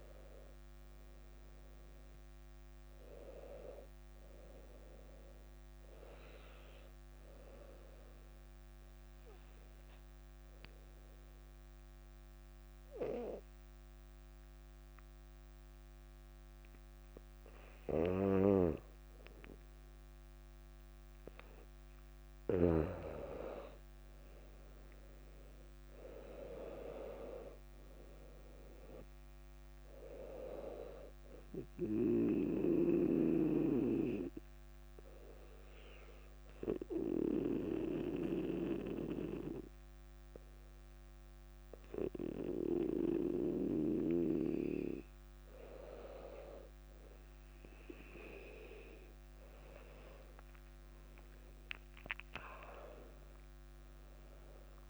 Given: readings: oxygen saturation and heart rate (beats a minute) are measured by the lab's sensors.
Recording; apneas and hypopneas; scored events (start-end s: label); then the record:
breathing in sleep by a microphone on the trachea; 2
10.00-20.50 s: obstructive apnea (oxygen 100% before, 95% lowest, heart rate 62 before, 59 extreme, up 4 after)
23.00-26.50 s: arousal
23.50-45.50 s: oxygen desaturation (device-marked, oxygen 99% before, 95% lowest, heart rate 60 before, 57 extreme)
32.00-45.50 s: mixed apnea (oxygen 99% before, 94% lowest, heart rate 61 before, 57 extreme, up 6 after)
49.50-53.50 s: arousal
From the record:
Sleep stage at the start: N2 (light sleep); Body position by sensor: on the back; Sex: female